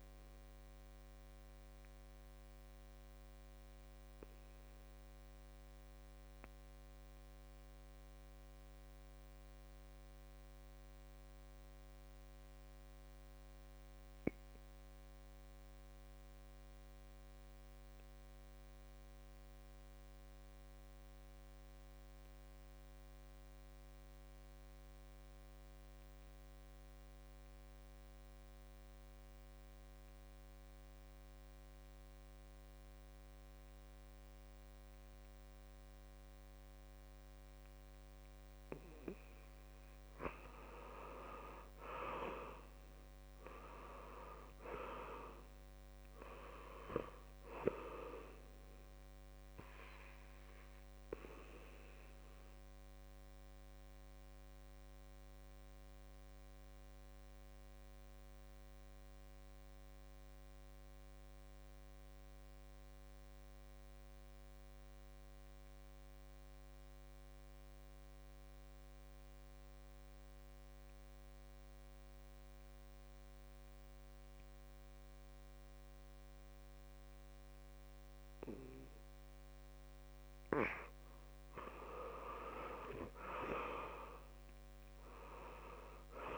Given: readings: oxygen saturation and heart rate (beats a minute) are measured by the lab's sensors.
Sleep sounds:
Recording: breathing in sleep by a microphone on the trachea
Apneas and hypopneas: 2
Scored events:
0.00-8.00 s: oxygen desaturation (device-marked, oxygen 80% lowest, heart rate 63 extreme)
1.00-37.50 s: obstructive apnea (oxygen 94% before, 80% lowest, heart rate 70 before, 63 extreme, up 7 after)
26.00-64.00 s: oxygen desaturation (device-marked, oxygen 96% before, 80% lowest, heart rate 66 before, 66 extreme)
41.50-44.50 s: arousal
52.50-78.50 s: obstructive apnea (oxygen 94% before, 80% lowest, heart rate 71 before, 63 extreme, up 6 after)
76.00-86.38 s: oxygen desaturation (device-marked, oxygen 97% before, 80% lowest, heart rate 67 before, 61 extreme)
83.50-86.38 s: arousal
From the record:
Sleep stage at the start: N2 (light sleep)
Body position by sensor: on the back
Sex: male

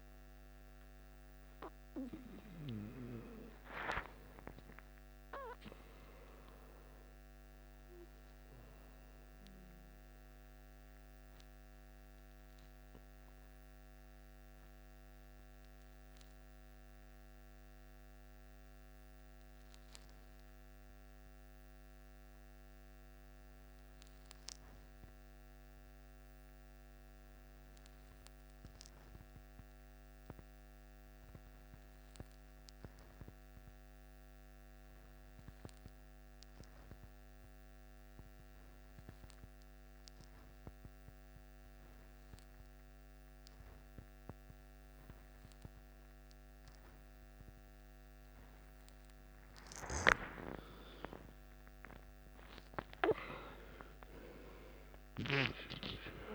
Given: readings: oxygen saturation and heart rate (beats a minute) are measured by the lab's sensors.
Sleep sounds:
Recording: breathing in sleep by a microphone on the trachea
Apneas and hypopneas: 1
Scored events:
0.00-18.50 s: oxygen desaturation (device-marked, oxygen 89% lowest, heart rate 52 extreme)
12.00-49.00 s: obstructive apnea (oxygen 95% before, 88% lowest, heart rate 64 before, 52 extreme, up 14 after)
16.50-46.50 s: new sleep stage, N2 (light sleep)
38.50-56.35 s: oxygen desaturation (device-marked, oxygen 98% before, 90% lowest, heart rate 53 before, 51 extreme)
46.50-56.35 s: new sleep stage, awake
From the record:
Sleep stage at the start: N1 (lightest sleep)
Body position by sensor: on the back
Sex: male

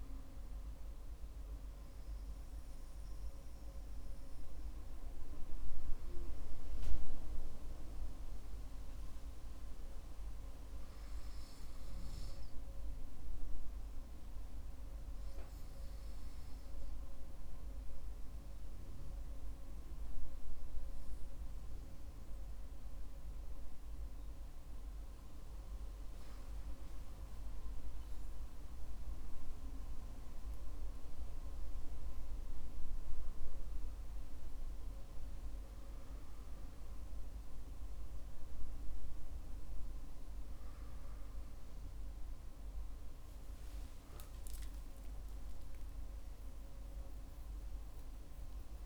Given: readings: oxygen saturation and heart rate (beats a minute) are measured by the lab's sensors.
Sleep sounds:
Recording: breathing in sleep, hard to hear, by a room microphone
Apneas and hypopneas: 1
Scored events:
9.50-24.00 s: hypopnea (oxygen 95% before, 95% lowest, heart rate 58 before, 52 extreme, up 15 after)
43.50-48.86 s: new sleep stage, awake
43.50-48.86 s: tachycardia (device-marked, heart rate 57 before, 171 extreme)
From the record:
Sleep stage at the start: N2 (light sleep)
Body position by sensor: on the back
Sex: male

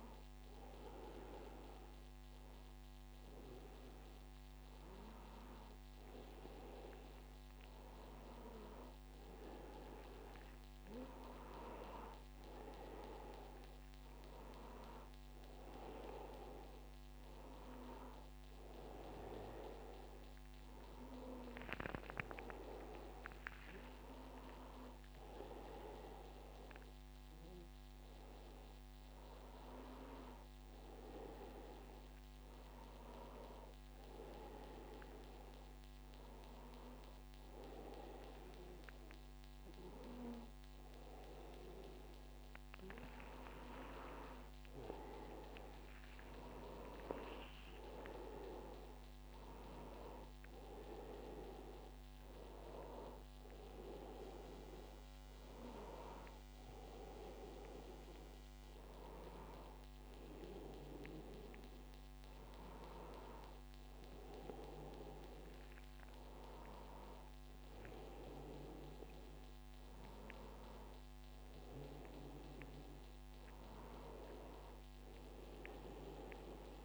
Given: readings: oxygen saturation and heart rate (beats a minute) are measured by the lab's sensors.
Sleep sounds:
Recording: breathing in sleep by a microphone on the trachea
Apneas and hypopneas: none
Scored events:
10.50-12.50 s: long interval between heartbeats (device-marked, heart rate 98 before, 97 extreme)
30.50-76.85 s: new sleep stage, N2 (light sleep)
From the record:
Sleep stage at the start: N1 (lightest sleep)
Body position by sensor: on the back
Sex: male

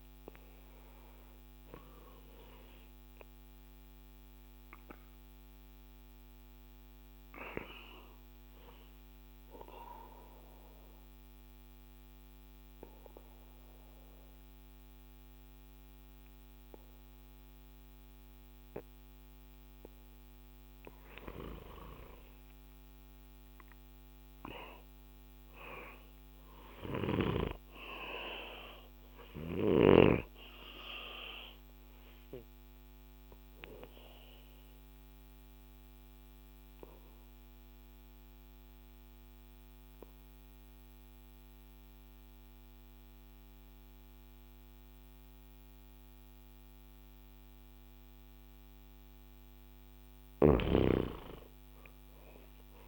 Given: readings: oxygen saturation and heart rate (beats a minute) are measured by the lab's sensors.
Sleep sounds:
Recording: breathing in sleep by a microphone on the trachea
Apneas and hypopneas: 2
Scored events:
0.00-8.00 s: oxygen desaturation (device-marked, oxygen 94% lowest, heart rate 60 extreme)
2.50-19.50 s: obstructive apnea (oxygen 99% before, 92% lowest, heart rate 71 before, 60 extreme, up 13 after)
22.00-25.00 s: arousal
30.50-48.00 s: obstructive apnea (oxygen 97% before, 92% lowest, heart rate 65 before, 60 extreme, up 14 after)
48.50-52.88 s: arousal
From the record:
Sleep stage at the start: N2 (light sleep)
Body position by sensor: on the back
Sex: male

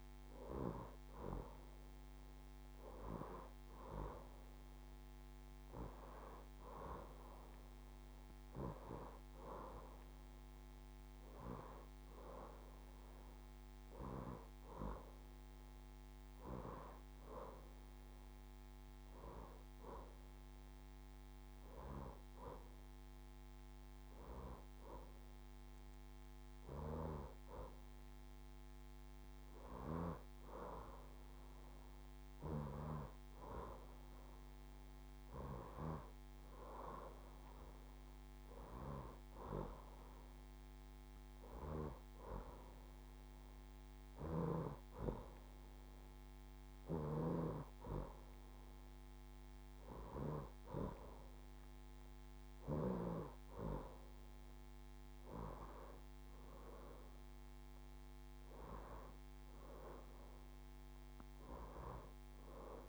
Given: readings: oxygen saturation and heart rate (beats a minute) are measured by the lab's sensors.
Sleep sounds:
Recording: breathing in sleep by a microphone on the trachea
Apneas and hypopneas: none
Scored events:
none scored
From the record:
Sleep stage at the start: N2 (light sleep)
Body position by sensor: on the left side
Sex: female

